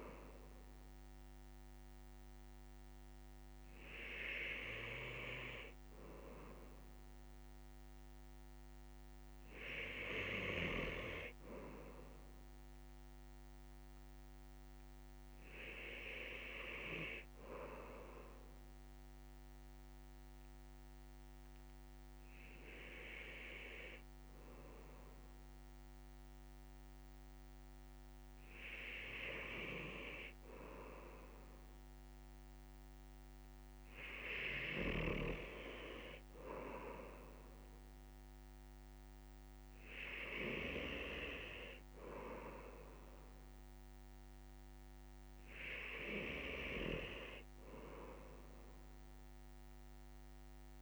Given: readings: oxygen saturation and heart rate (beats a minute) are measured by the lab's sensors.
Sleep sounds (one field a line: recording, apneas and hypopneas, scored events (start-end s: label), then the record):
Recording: breathing in sleep by a microphone on the trachea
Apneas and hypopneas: none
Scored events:
none scored
From the record:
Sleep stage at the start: N2 (light sleep)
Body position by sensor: on the left side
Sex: male